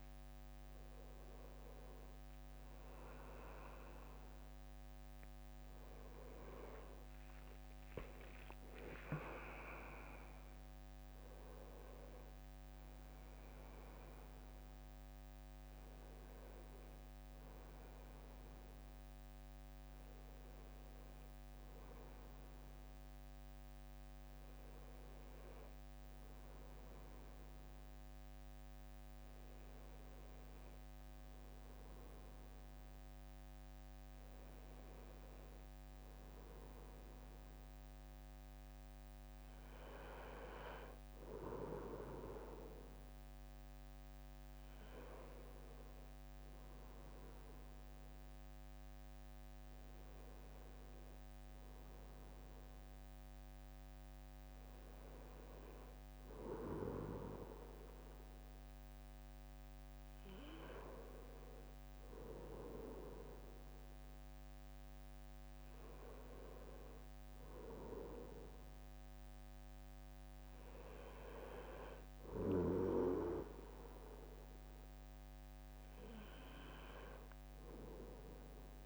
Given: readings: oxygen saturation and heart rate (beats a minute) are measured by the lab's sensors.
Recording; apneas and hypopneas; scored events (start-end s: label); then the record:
a person awake in a sleep study, by a microphone on the trachea; none
0.00-20.50 s: drop in pulse transit time (device-marked, heart rate 73 extreme)
48.50-78.86 s: new sleep stage, N2 (light sleep)
From the record:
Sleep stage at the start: awake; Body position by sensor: on the right side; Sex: male